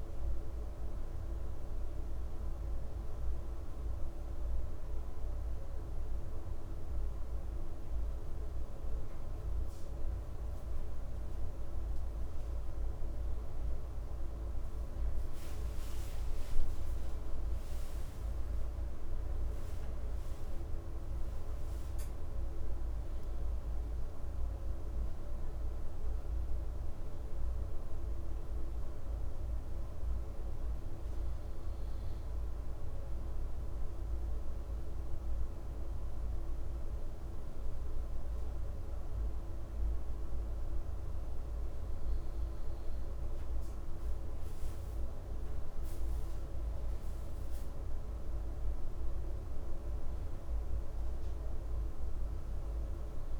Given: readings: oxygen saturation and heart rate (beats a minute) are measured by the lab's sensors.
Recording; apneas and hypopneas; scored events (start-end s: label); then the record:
breathing in sleep, hard to hear, by a room microphone; 2
0.50-11.50 s: hypopnea (oxygen 97% before, 96% lowest, heart rate 63 before, 59 extreme, up 5 after)
13.50-17.00 s: arousal
29.00-42.50 s: hypopnea (oxygen 97% before, 96% lowest, heart rate 63 before, 58 extreme, up 7 after)
45.00-49.00 s: arousal
From the record:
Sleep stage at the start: N2 (light sleep); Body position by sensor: on the left side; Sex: male